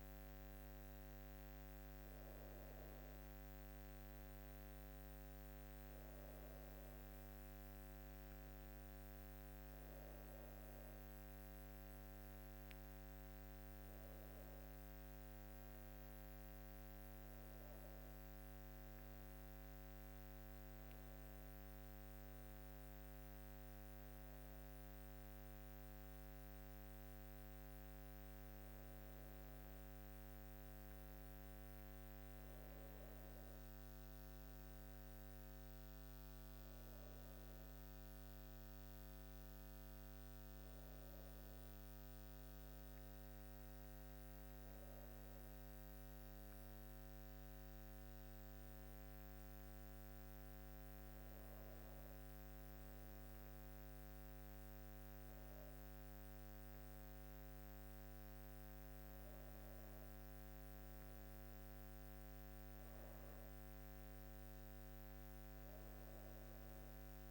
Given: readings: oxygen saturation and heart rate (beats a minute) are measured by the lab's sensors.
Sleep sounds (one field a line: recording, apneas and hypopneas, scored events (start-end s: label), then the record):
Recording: breathing in sleep, hard to hear, by a microphone on the trachea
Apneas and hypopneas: none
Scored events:
29.50-34.50 s: arousal
From the record:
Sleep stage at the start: N1 (lightest sleep)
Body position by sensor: on the back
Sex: female